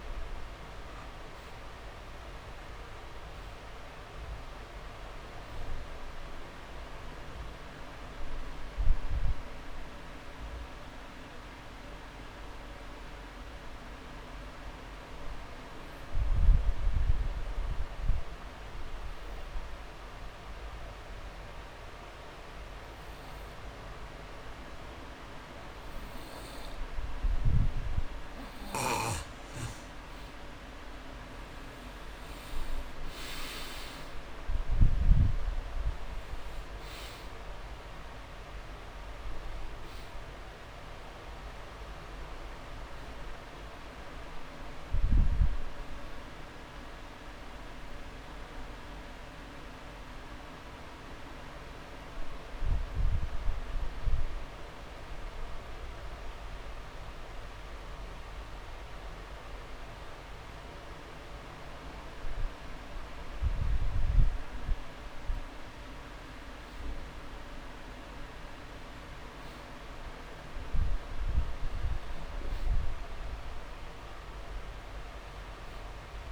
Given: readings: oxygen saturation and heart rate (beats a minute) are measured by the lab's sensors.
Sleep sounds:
breathing in sleep, hard to hear, by a room microphone; 2
7.50-10.50 s: arousal
13.00-27.50 s: obstructive apnea (oxygen 98% before, 89% lowest)
32.50-37.00 s: arousal
33.50-35.50 s: long interval between heartbeats (device-marked)
35.00-70.00 s: oxygen desaturation (device-marked, oxygen 97% before, 89% lowest)
46.50-61.50 s: hypopnea (oxygen 97% before, 89% lowest)
57.50-59.50 s: long interval between heartbeats (device-marked)
64.50-68.00 s: arousal
67.00-72.00 s: drop in pulse transit time (device-marked)
74.00-76.00 s: long interval between heartbeats (device-marked)
From the record:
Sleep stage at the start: N2 (light sleep); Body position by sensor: on the back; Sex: male

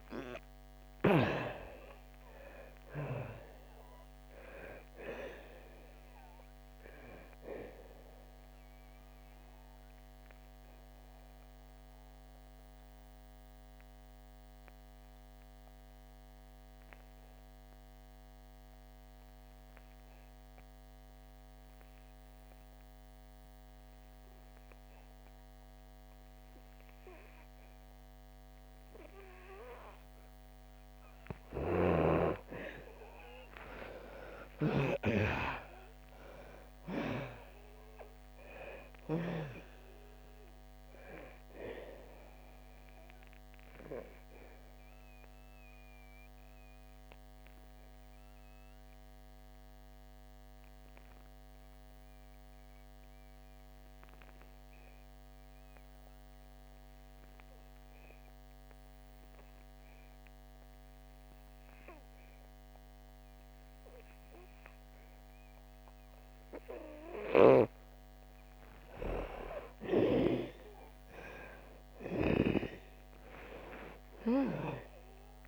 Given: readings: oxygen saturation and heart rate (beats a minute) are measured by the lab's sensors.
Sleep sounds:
breathing in sleep by a microphone on the trachea; 2
0.00-1.50 s: arousal
0.00-25.00 s: oxygen desaturation (device-marked, oxygen 82% lowest, heart rate 60 extreme)
9.00-30.50 s: obstructive apnea (oxygen 98% before, 82% lowest, heart rate 75 before, 56 extreme, up 25 after)
27.00-59.00 s: oxygen desaturation (device-marked, oxygen 99% before, 82% lowest, heart rate 67 before, 56 extreme)
33.00-36.50 s: arousal
43.00-66.50 s: obstructive apnea (oxygen 99% before, 82% lowest, heart rate 73 before, 56 extreme, up 7 after)
61.00-75.48 s: oxygen desaturation (device-marked, oxygen 99% before, 82% lowest, heart rate 63 before, 58 extreme)
71.50-75.48 s: arousal
From the record:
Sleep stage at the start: N2 (light sleep); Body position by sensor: on the back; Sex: female

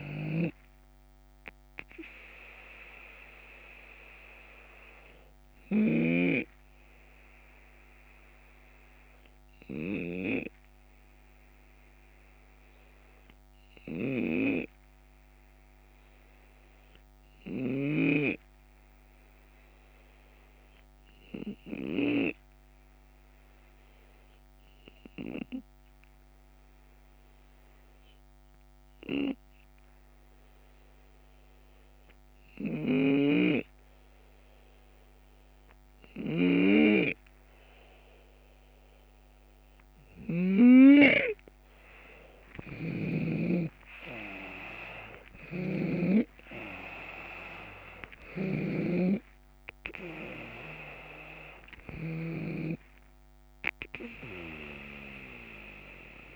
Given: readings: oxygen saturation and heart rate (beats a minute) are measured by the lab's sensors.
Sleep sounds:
breathing in sleep by a microphone on the trachea; 1
0.00-5.50 s: snoring (device-marked)
0.00-8.00 s: drop in pulse transit time (device-marked, heart rate 74 extreme)
0.00-24.00 s: oxygen desaturation (device-marked, oxygen 86% lowest, heart rate 72 extreme)
7.00-36.00 s: obstructive apnea (oxygen 93% before, 85% lowest, heart rate 79 before, 72 extreme, up 3 after)
32.00-40.00 s: snoring (device-marked)
32.00-56.36 s: oxygen desaturation (device-marked, oxygen 96% before, 85% lowest, heart rate 74 before, 72 extreme)
41.50-47.50 s: arousal
42.00-56.36 s: drop in pulse transit time (device-marked, heart rate 74 before, 74 extreme)
42.00-56.36 s: snoring (device-marked)
From the record:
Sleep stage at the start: REM sleep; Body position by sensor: on the left side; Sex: male

